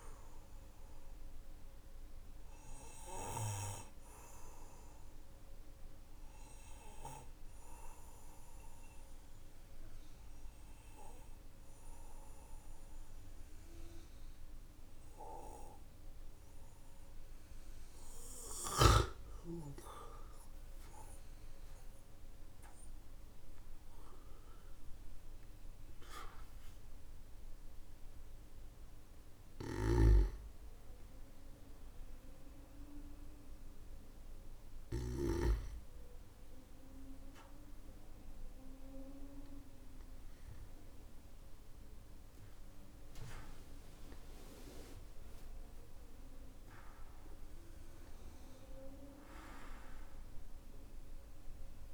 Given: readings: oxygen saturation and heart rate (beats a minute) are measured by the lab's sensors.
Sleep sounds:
a person awake in a sleep study, by a room microphone; 1
1.50-15.50 s: obstructive apnea (oxygen 97% before, 94% lowest, heart rate 56 before, 46 extreme, up 14 after)
23.00-51.94 s: new sleep stage, awake
29.00-35.00 s: snoring (device-marked)
From the record:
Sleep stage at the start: N1 (lightest sleep); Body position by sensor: on the back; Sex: male

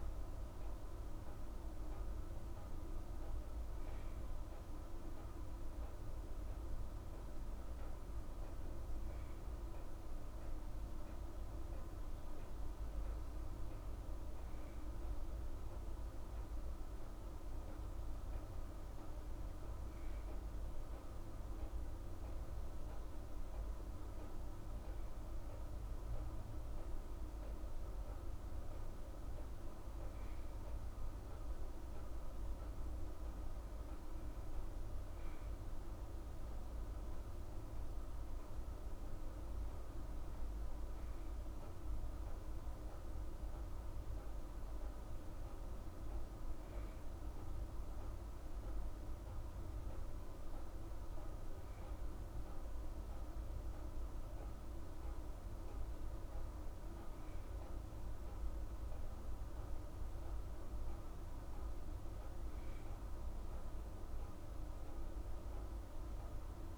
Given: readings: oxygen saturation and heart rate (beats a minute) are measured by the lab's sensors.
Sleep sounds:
breathing in sleep, hard to hear, by a room microphone; none
none scored
From the record:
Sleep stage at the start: N2 (light sleep); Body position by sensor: on the right side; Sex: female

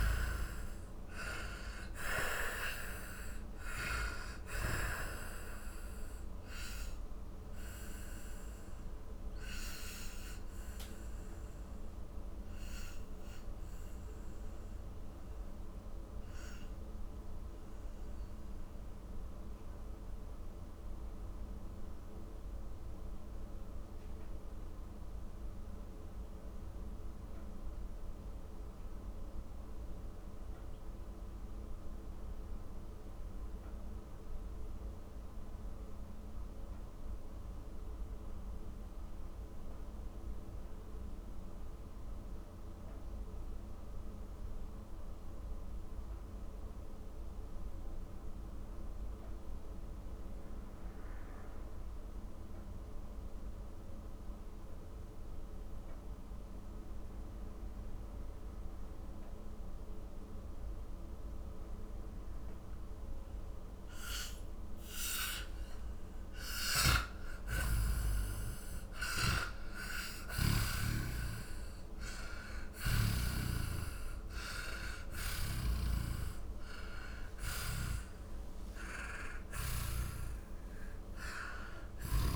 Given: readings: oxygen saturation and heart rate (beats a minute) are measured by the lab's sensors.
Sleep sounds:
breathing in sleep by a room microphone; 1
0.00-32.50 s: oxygen desaturation (device-marked, oxygen 77% lowest, heart rate 43 extreme)
7.00-65.00 s: mixed apnea (oxygen 96% before, 77% lowest, heart rate 68 before, 43 extreme, up 6 after)
55.50-82.36 s: oxygen desaturation (device-marked, oxygen 98% before, 86% lowest, heart rate 54 before, 39 extreme)
66.00-71.00 s: arousal
66.50-70.50 s: snoring (device-marked)
75.00-79.50 s: snoring (device-marked)
From the record:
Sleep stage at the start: N2 (light sleep); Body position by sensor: on the back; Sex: male

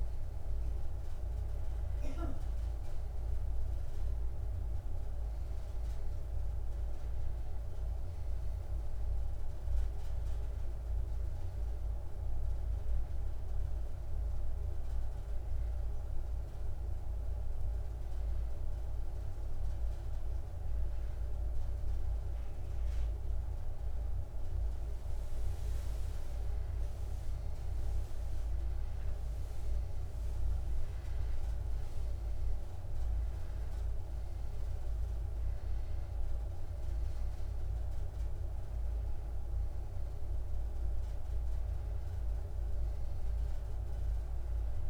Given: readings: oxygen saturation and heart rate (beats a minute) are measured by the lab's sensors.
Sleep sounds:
a person awake in a sleep study, hard to hear, by a room microphone; none
0.00-3.00 s: oxygen desaturation (device-marked, oxygen 95% lowest, heart rate 86 extreme)
42.00-44.90 s: new sleep stage, N1 (lightest sleep)
From the record:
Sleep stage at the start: awake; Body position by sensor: on the back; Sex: male

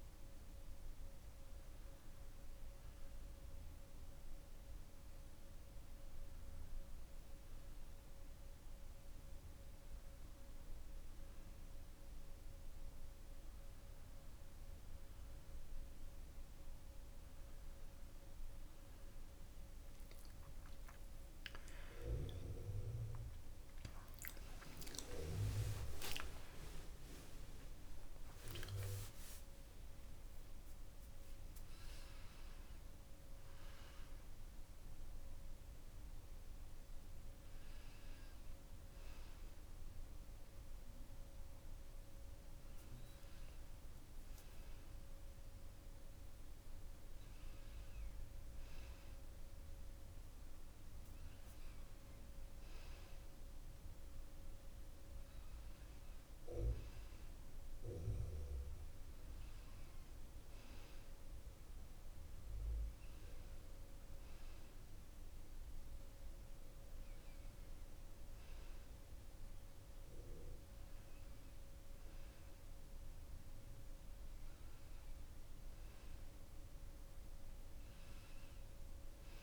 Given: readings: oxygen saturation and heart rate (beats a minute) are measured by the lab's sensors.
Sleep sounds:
breathing in sleep by a room microphone; none
none scored
From the record:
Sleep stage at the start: N2 (light sleep); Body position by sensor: on the back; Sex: male

